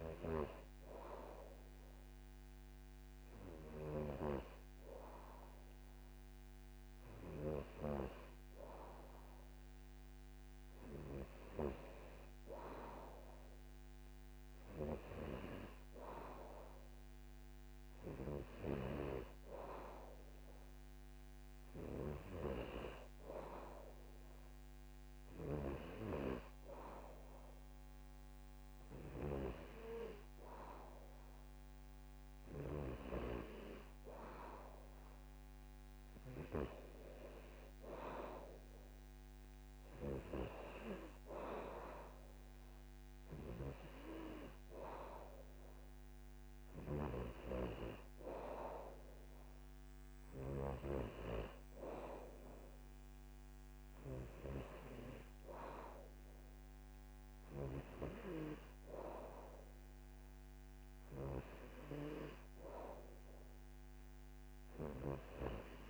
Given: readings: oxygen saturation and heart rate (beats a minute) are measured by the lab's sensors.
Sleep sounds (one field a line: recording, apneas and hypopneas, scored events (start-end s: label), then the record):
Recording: breathing in sleep by a microphone on the trachea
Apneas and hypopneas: none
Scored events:
0.00-3.00 s: oxygen desaturation (device-marked, oxygen 94% lowest, heart rate 72 extreme)
From the record:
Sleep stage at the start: N2 (light sleep)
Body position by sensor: on the back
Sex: male